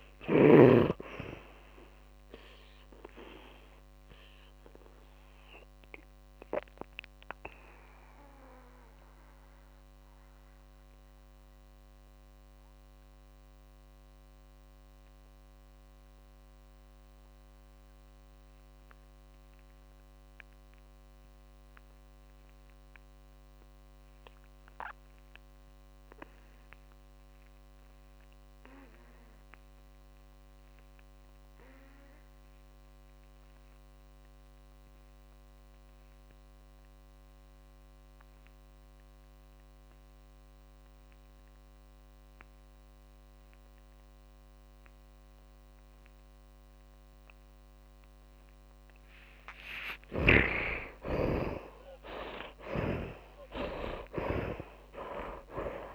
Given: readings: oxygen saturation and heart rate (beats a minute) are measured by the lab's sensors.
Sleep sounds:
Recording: breathing in sleep by a microphone on the trachea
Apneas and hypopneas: 1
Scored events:
0.00-24.00 s: oxygen desaturation (device-marked, oxygen 74% lowest, heart rate 43 extreme)
5.00-48.00 s: mixed apnea (oxygen 100% before, 69% lowest, heart rate 62 before, 43 extreme, up 32 after)
30.00-55.95 s: oxygen desaturation (device-marked, oxygen 100% before, 69% lowest, heart rate 61 before, 43 extreme)
50.00-55.50 s: arousal
From the record:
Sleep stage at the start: N2 (light sleep)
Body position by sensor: on the back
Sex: male

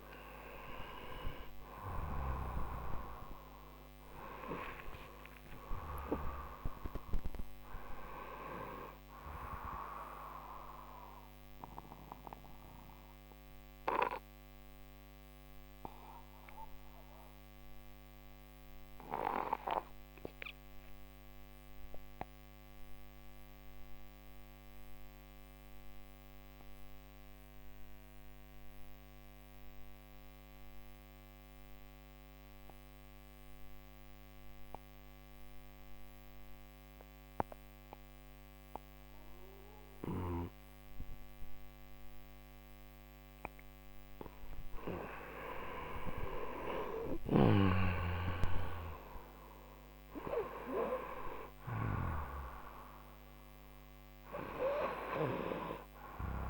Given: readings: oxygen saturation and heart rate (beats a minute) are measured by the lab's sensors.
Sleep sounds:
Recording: breathing in sleep by a microphone on the trachea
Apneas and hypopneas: 1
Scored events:
0.00-28.50 s: oxygen desaturation (device-marked, oxygen 90% lowest)
11.00-43.50 s: obstructive apnea (oxygen 97% before, 90% lowest)
44.50-56.50 s: oxygen desaturation (device-marked, oxygen 97% before, 90% lowest)
45.00-49.00 s: arousal
From the record:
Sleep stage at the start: N2 (light sleep)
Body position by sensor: on the right side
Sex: male

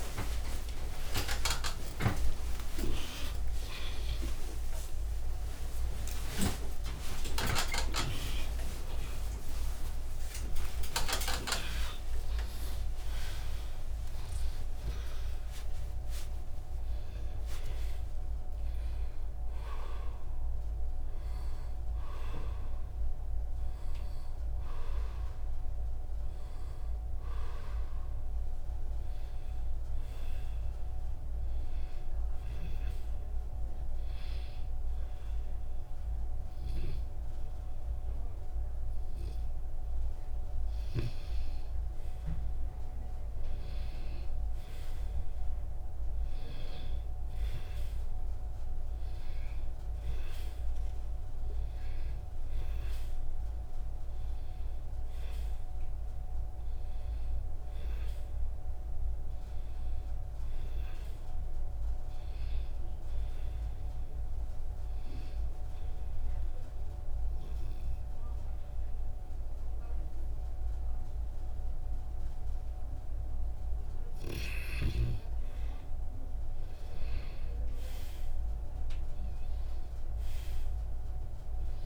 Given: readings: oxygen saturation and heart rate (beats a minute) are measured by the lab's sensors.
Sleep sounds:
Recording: a person partly awake in a sleep study, by a room microphone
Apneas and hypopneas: 2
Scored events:
0.00-14.50 s: oxygen desaturation (device-marked, oxygen 78% lowest, heart rate 49 extreme)
1.00-3.00 s: long interval between heartbeats (device-marked, heart rate 59 before, 106 extreme)
5.50-7.50 s: long interval between heartbeats (device-marked, heart rate 80 before, 146 extreme)
7.50-9.50 s: long interval between heartbeats (device-marked, heart rate 90 before, 139 extreme)
9.50-11.50 s: long interval between heartbeats (device-marked, heart rate 99 before, 176 extreme)
11.50-13.50 s: long interval between heartbeats (device-marked, heart rate 111 before, 158 extreme)
14.50-16.50 s: long interval between heartbeats (device-marked, heart rate 125 before, 86 extreme)
27.50-81.86 s: new sleep stage, N1 (lightest sleep)
34.50-44.50 s: hypopnea (oxygen 100% before, 80% lowest, heart rate 81 before, 65 extreme)
47.00-50.50 s: arousal
49.50-73.50 s: oxygen desaturation (device-marked, oxygen 98% before, 85% lowest, heart rate 72 before, 59 extreme)
64.50-75.50 s: hypopnea (oxygen 99% before, 80% lowest, heart rate 67 before, 59 extreme, up 0 after)
77.50-80.50 s: arousal
From the record:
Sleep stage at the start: awake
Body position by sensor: on the left side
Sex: male

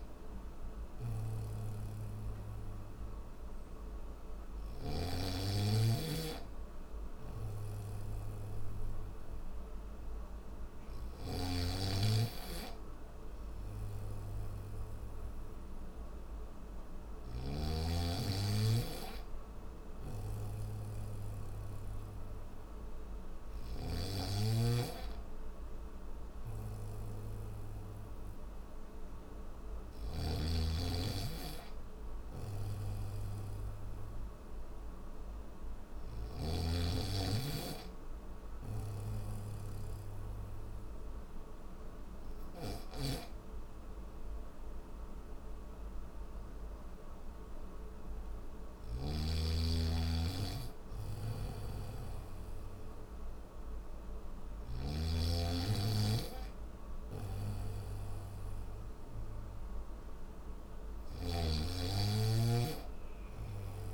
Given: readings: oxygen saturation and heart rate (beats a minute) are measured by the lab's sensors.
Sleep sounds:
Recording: breathing in sleep by a room microphone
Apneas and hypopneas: none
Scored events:
10.50-17.00 s: snoring (device-marked)
23.00-29.50 s: snoring (device-marked)
31.50-36.00 s: snoring (device-marked)
42.00-48.50 s: snoring (device-marked)
50.50-54.50 s: snoring (device-marked)
55.50-63.94 s: new sleep stage, N3 (deep sleep)
From the record:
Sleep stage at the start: N1 (lightest sleep)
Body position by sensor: on the back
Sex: male

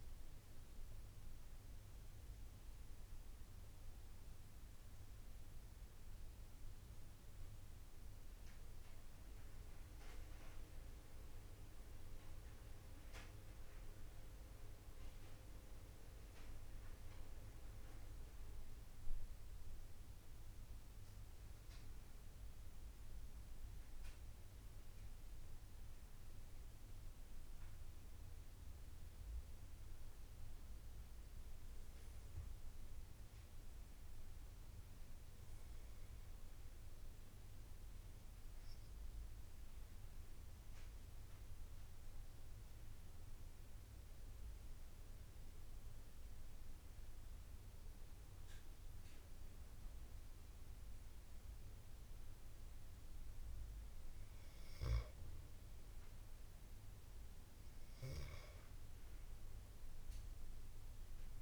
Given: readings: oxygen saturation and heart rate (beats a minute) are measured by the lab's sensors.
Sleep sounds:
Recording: breathing in sleep, hard to hear, by a room microphone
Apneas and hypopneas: 2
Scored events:
0.00-18.00 s: oxygen desaturation (device-marked, oxygen 86% lowest, heart rate 73 extreme)
15.00-28.00 s: central apnea (oxygen 95% before, 91% lowest, heart rate 84 before, 72 extreme, up 12 after)
30.00-33.50 s: arousal
34.00-50.00 s: oxygen desaturation (device-marked, oxygen 97% before, 91% lowest, heart rate 77 before, 72 extreme)
38.50-49.50 s: hypopnea (oxygen 98% before, 91% lowest, heart rate 78 before, 72 extreme, up 7 after)
56.00-59.50 s: arousal
From the record:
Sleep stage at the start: N2 (light sleep)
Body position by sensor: on the back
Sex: male

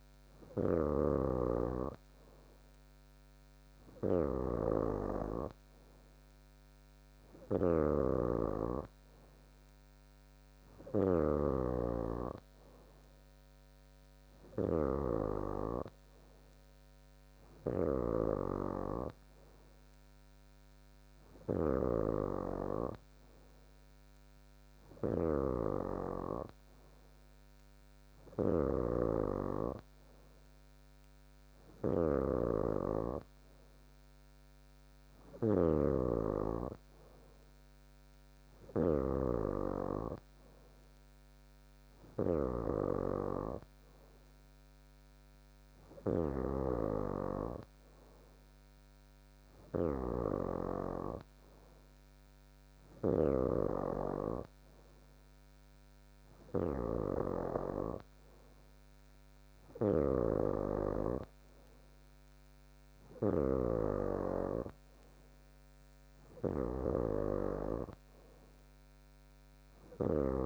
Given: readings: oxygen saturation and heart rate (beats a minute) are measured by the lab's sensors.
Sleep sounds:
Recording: breathing in sleep by a microphone on the trachea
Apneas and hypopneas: none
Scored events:
0.00-53.50 s: snoring (device-marked)
From the record:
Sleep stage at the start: N3 (deep sleep)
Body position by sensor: on the back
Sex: female

